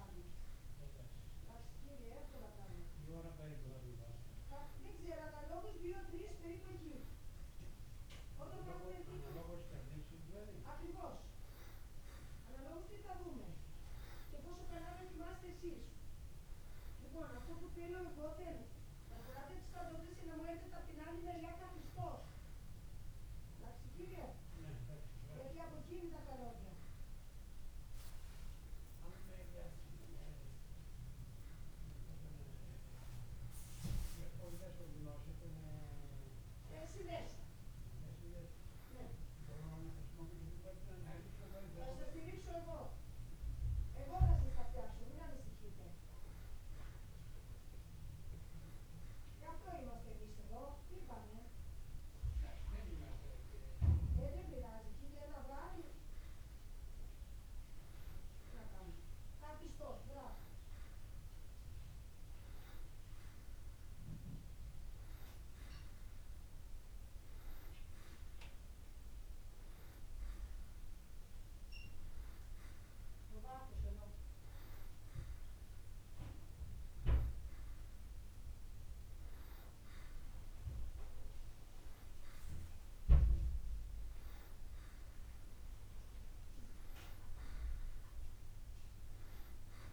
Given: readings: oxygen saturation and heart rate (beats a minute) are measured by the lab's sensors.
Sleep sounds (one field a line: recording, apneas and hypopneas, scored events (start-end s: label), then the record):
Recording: a person awake in a sleep study, by a room microphone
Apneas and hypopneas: none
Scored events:
80.00-89.93 s: new sleep stage, N1 (lightest sleep)
From the record:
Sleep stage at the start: awake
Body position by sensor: on the back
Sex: male